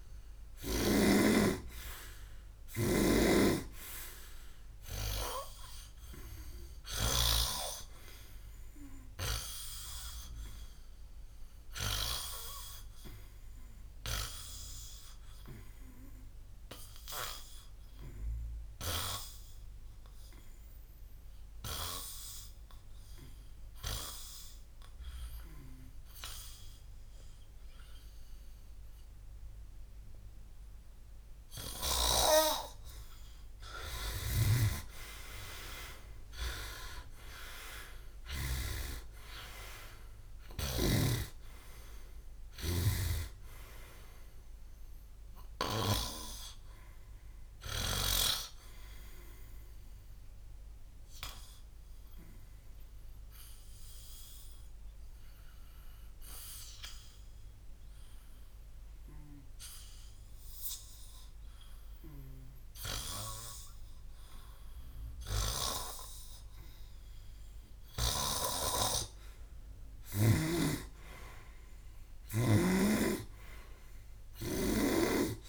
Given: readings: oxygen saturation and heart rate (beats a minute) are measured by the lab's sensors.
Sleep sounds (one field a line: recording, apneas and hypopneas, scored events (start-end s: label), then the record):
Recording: breathing in sleep by a room microphone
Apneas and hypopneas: 2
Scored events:
0.00-4.00 s: arousal
1.00-7.50 s: snoring (device-marked)
8.50-32.50 s: oxygen desaturation (device-marked, oxygen 98% before, 91% lowest, heart rate 63 before, 53 extreme)
17.50-32.00 s: hypopnea (oxygen 98% before, 91% lowest, heart rate 69 before, 53 extreme, up 28 after)
34.00-38.50 s: snoring (device-marked)
34.50-39.50 s: arousal
39.50-60.50 s: oxygen desaturation (device-marked, oxygen 97% before, 91% lowest, heart rate 62 before, 58 extreme)
52.00-63.00 s: obstructive apnea (oxygen 97% before, 89% lowest, heart rate 69 before, 58 extreme, up 4 after)
66.00-71.00 s: arousal
From the record:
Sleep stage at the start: N2 (light sleep)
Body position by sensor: on the back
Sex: male